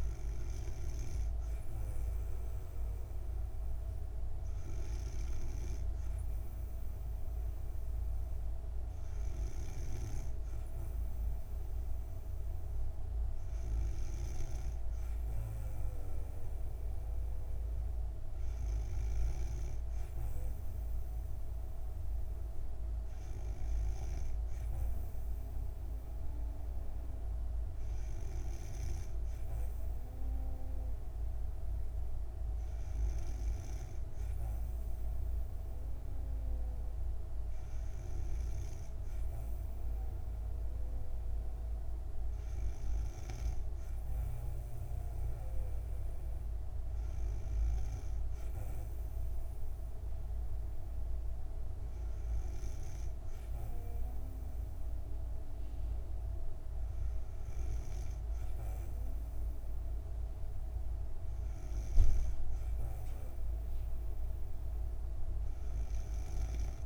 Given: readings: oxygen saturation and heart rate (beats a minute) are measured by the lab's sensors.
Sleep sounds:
breathing in sleep, hard to hear, by a room microphone; none
none scored
From the record:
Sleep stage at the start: N2 (light sleep); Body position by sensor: on the back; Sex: female

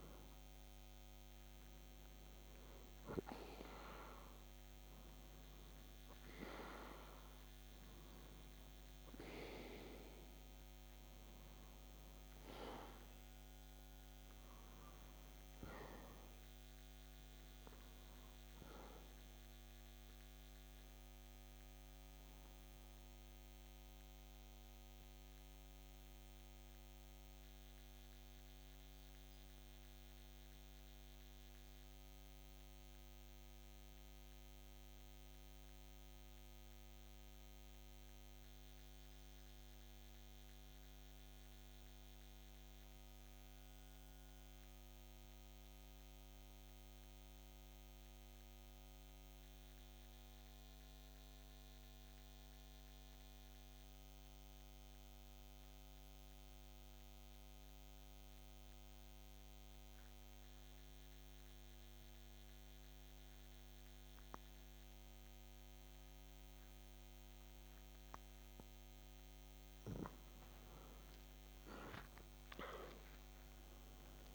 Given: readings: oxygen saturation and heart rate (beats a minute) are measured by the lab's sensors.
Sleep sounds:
breathing in sleep by a microphone on the trachea; 1
0.00-2.00 s: arousal
8.00-44.00 s: oxygen desaturation (device-marked, oxygen 97% before, 90% lowest, heart rate 53 before, 53 extreme)
23.00-68.50 s: mixed apnea (oxygen 97% before, 86% lowest, heart rate 54 before, 53 extreme, up 2 after)
68.00-74.35 s: oxygen desaturation (device-marked, oxygen 95% before, 91% lowest, heart rate 54 before, 53 extreme)
71.50-74.35 s: arousal
From the record:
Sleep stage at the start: N2 (light sleep); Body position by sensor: on the back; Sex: male

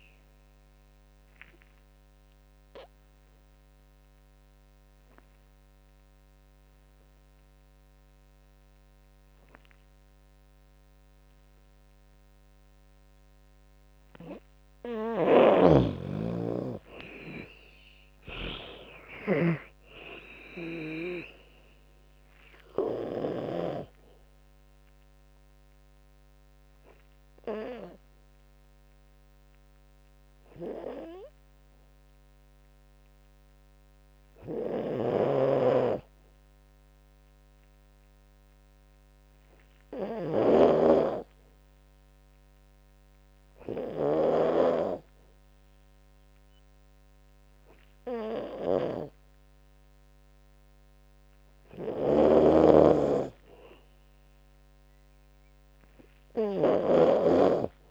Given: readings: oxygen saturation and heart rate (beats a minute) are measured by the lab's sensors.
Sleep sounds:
breathing in sleep by a microphone on the trachea; 2
1.00-14.00 s: obstructive apnea (oxygen 97% before, 92% lowest, heart rate 74 before, 69 extreme, up 14 after)
14.50-18.00 s: snoring (device-marked)
16.00-19.50 s: arousal
17.50-30.50 s: drop in pulse transit time (device-marked, heart rate 79 before, 69 extreme)
19.50-32.50 s: oxygen desaturation (device-marked, oxygen 97% before, 92% lowest, heart rate 79 before, 69 extreme)
24.50-48.00 s: obstructive apnea (oxygen 97% before, 92% lowest, heart rate 82 before, 69 extreme, up 5 after)
34.00-56.50 s: snoring (device-marked)
50.50-53.00 s: arousal
53.50-57.91 s: oxygen desaturation (device-marked, oxygen 98% before, 92% lowest, heart rate 74 before, 73 extreme)
From the record:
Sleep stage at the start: N2 (light sleep); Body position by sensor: on the back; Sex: female

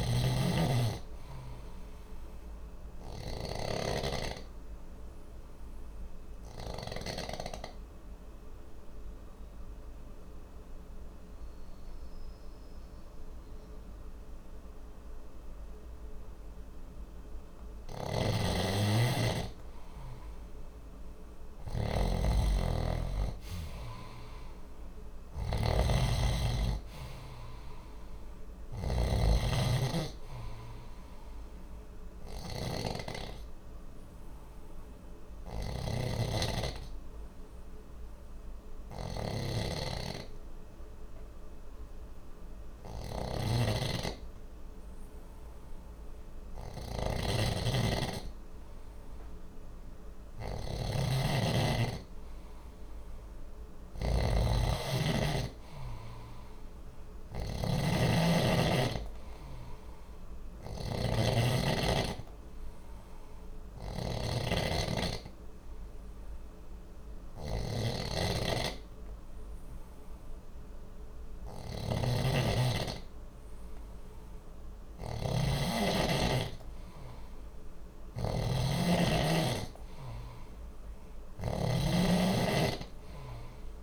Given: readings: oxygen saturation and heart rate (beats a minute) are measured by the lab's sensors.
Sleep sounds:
breathing in sleep by a room microphone; 3
0.00-7.00 s: snoring (device-marked)
0.00-13.00 s: oxygen desaturation (device-marked, oxygen 92% lowest, heart rate 59 extreme)
4.00-18.00 s: obstructive apnea (oxygen 94% before, 91% lowest, heart rate 60 before, 59 extreme, up 0 after)
17.50-83.83 s: snoring (device-marked)
21.50-25.00 s: arousal
33.50-48.00 s: obstructive apnea (oxygen 94% before, 91% lowest, heart rate 60 before, 60 extreme, up 0 after)
48.00-57.00 s: oxygen desaturation (device-marked, oxygen 94% before, 91% lowest, heart rate 60 before, 60 extreme)
50.00-54.00 s: arousal
61.00-73.50 s: obstructive apnea (oxygen 95% before, 91% lowest, heart rate 60 before, 60 extreme, up 0 after)
74.00-83.83 s: oxygen desaturation (device-marked, oxygen 96% before, 92% lowest, heart rate 60 before, 60 extreme)
77.50-81.00 s: arousal
From the record:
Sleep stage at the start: N2 (light sleep); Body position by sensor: on the back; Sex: male

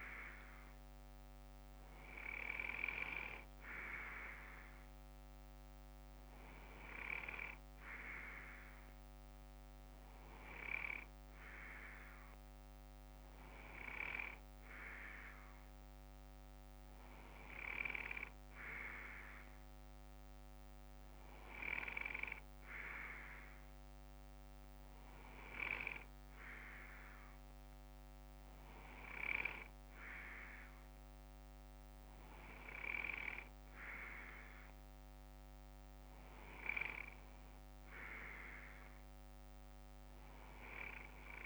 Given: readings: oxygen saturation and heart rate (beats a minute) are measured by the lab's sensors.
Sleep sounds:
breathing in sleep by a microphone on the trachea; none
0.00-1.50 s: bradycardia (device-marked, heart rate 59 extreme)
15.50-31.50 s: bradycardia (device-marked, heart rate 61 before, 58 extreme)
From the record:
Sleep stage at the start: N2 (light sleep); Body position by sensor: on the left side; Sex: male

